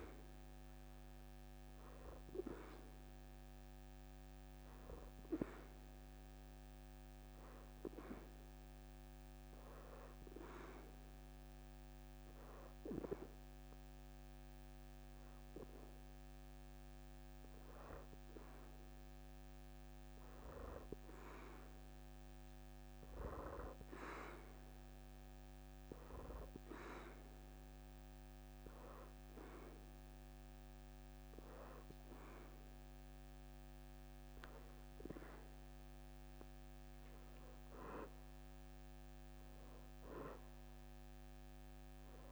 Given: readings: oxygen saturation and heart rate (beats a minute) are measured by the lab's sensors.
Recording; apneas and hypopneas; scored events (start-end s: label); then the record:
breathing in sleep by a microphone on the trachea; 1
17.50-32.00 s: hypopnea (oxygen 90% before, 85% lowest, heart rate 84 before, 80 extreme, up 7 after)
27.00-39.00 s: oxygen desaturation (device-marked, oxygen 90% before, 85% lowest, heart rate 84 before, 80 extreme)
35.50-40.50 s: arousal
From the record:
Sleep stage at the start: N2 (light sleep); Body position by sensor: on the back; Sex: female